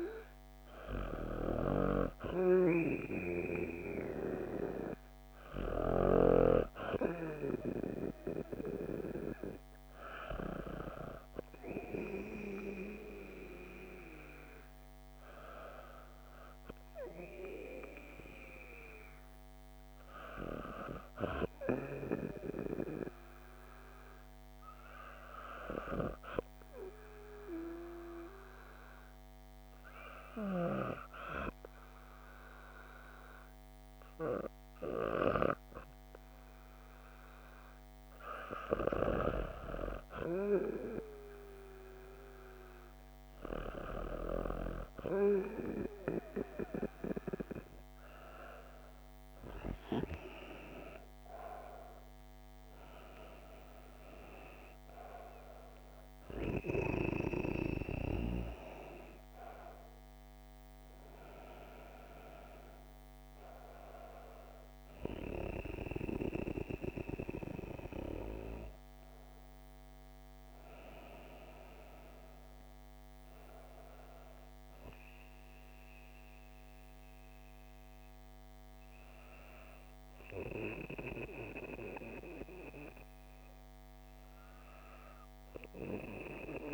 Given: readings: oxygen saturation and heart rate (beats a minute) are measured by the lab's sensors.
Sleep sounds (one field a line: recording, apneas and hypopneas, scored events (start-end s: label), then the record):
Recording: breathing in sleep by a microphone on the trachea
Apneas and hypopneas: 1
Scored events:
25.00-37.50 s: hypopnea (oxygen 96% before, 96% lowest, heart rate 66 before, 30 extreme)
48.50-53.50 s: arousal
From the record:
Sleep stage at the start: N2 (light sleep)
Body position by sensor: on the back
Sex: female